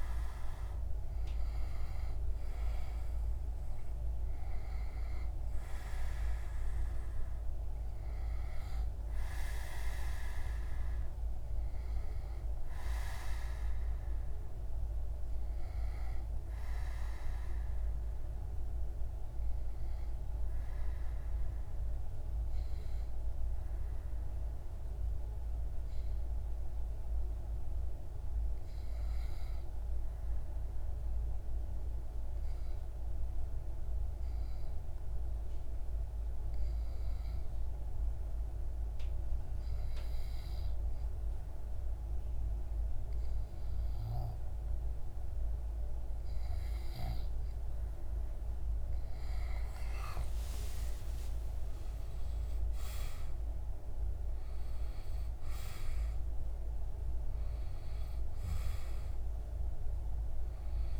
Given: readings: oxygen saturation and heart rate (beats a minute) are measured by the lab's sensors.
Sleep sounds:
breathing in sleep, hard to hear, by a room microphone; 1
0.00-11.50 s: oxygen desaturation (device-marked, oxygen 94% lowest)
22.00-48.00 s: obstructive apnea (oxygen 96% before, 93% lowest)
49.50-54.00 s: arousal
51.50-61.00 s: oxygen desaturation (device-marked, oxygen 97% before, 93% lowest)
From the record:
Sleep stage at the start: N2 (light sleep); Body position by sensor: on the back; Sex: male

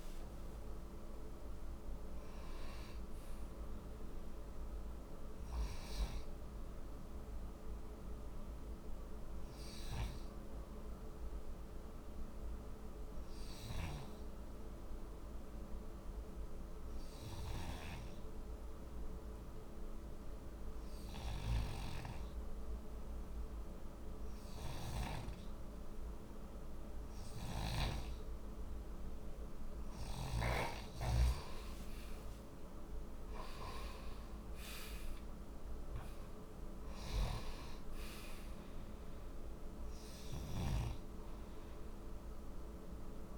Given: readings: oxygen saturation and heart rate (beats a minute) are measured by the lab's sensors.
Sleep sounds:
breathing in sleep by a room microphone; 1
8.50-27.00 s: hypopnea (heart rate 88 before, 49 extreme, up 16 after)
27.00-30.50 s: snoring (device-marked)
31.50-36.00 s: arousal
36.50-40.50 s: snoring (device-marked)
From the record:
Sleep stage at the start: N2 (light sleep); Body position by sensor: on the back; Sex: male

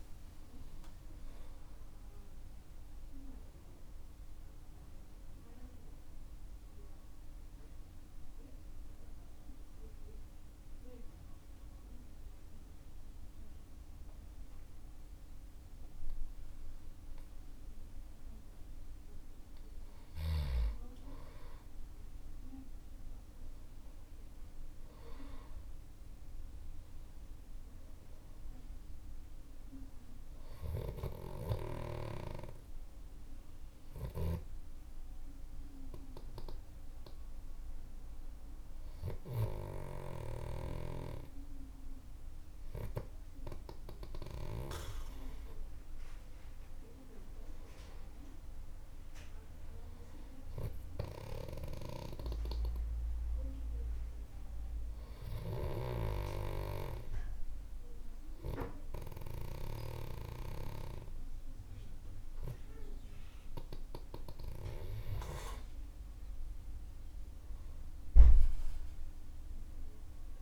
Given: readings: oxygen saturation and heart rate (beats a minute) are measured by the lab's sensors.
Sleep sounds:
breathing in sleep by a room microphone; 2
0.00-2.50 s: arousal
9.00-20.00 s: mixed apnea (oxygen 97% before, 94% lowest, heart rate 65 before, 50 extreme, up 13 after)
26.50-29.50 s: arousal
33.00-46.50 s: hypopnea (oxygen 97% before, 94% lowest, heart rate 61 before, 53 extreme, up 11 after)
47.00-60.00 s: oxygen desaturation (device-marked, oxygen 98% before, 94% lowest, heart rate 58 before, 52 extreme)
49.50-53.50 s: arousal
From the record:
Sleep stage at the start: N2 (light sleep); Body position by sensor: on the back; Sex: male

